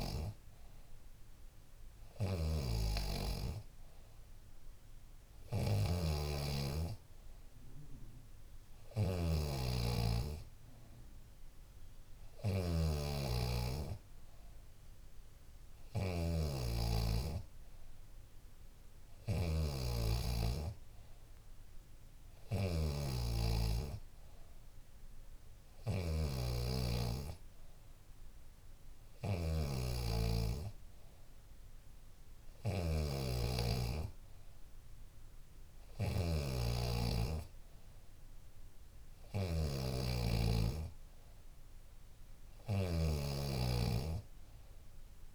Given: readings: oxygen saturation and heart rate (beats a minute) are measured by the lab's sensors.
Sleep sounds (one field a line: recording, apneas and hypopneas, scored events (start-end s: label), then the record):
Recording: breathing in sleep by a room microphone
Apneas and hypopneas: none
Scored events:
0.00-45.35 s: snoring (device-marked)
2.00-4.00 s: long interval between heartbeats (device-marked, heart rate 77 before, 129 extreme)
36.00-45.35 s: new sleep stage, N2 (light sleep)
From the record:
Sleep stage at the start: N3 (deep sleep)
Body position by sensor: on the back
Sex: female